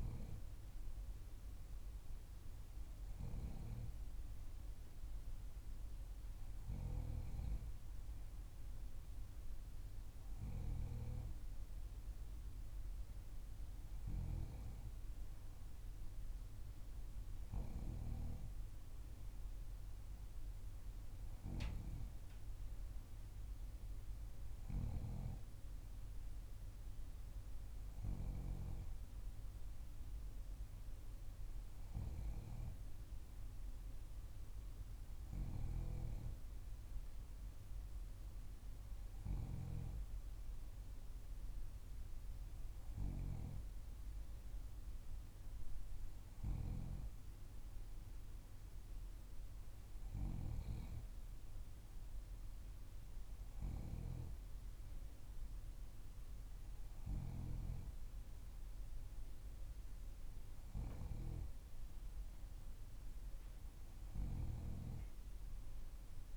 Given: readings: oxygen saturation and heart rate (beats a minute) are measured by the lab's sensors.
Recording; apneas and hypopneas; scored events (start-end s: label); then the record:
breathing in sleep by a room microphone; none
none scored
From the record:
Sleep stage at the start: N3 (deep sleep); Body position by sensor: on the back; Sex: female